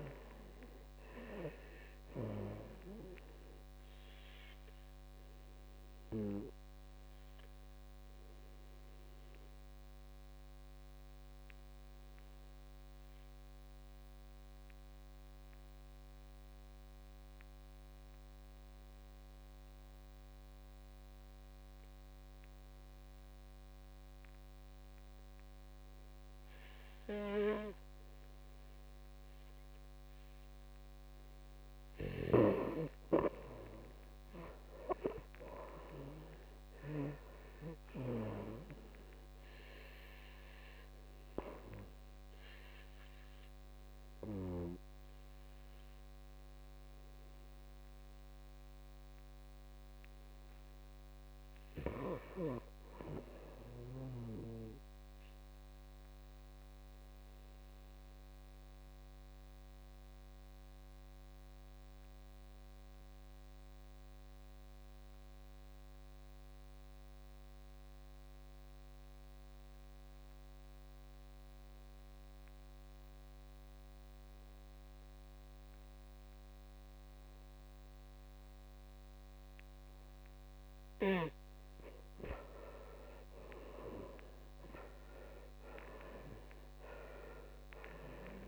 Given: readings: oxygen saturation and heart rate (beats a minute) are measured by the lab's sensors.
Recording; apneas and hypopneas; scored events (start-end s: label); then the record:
breathing in sleep by a microphone on the trachea; 2
0.00-14.00 s: oxygen desaturation (device-marked, oxygen 75% lowest, heart rate 56 extreme)
4.00-31.00 s: obstructive apnea (oxygen 97% before, 75% lowest, heart rate 71 before, 56 extreme, up 11 after)
28.00-53.00 s: oxygen desaturation (device-marked, oxygen 98% before, 82% lowest, heart rate 59 before, 58 extreme)
33.00-37.00 s: arousal
56.00-80.50 s: obstructive apnea (oxygen 98% before, 76% lowest, heart rate 65 before, 54 extreme, up 11 after)
74.00-88.48 s: oxygen desaturation (device-marked, oxygen 94% before, 76% lowest, heart rate 59 before, 54 extreme)
83.00-87.00 s: arousal
From the record:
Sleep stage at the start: N2 (light sleep); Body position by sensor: on the back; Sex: male